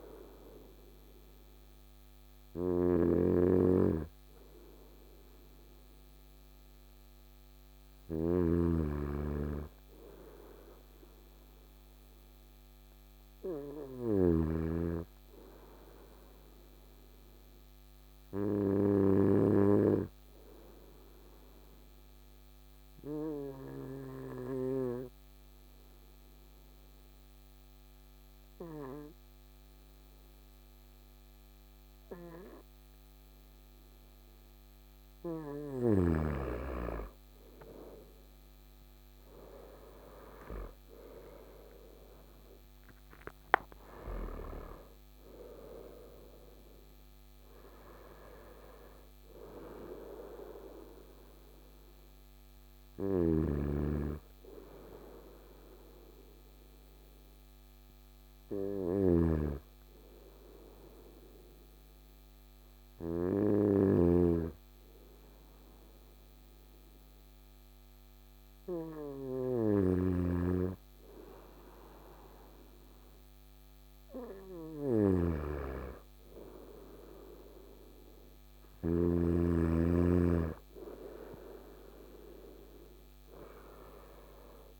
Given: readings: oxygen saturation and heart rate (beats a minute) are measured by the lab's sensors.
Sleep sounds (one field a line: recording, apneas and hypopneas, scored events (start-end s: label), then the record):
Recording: breathing in sleep by a microphone on the trachea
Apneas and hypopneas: 2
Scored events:
0.00-19.00 s: snoring (device-marked)
16.00-35.00 s: obstructive apnea (oxygen 98% before, 95% lowest, heart rate 58 before, 55 extreme, up 10 after)
37.50-42.50 s: arousal
52.00-73.00 s: hypopnea (oxygen 98% before, 95% lowest, heart rate 63 before, 55 extreme, up 4 after)
52.50-78.50 s: snoring (device-marked)
75.50-79.00 s: arousal
From the record:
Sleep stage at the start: N2 (light sleep)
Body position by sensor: on the right side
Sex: male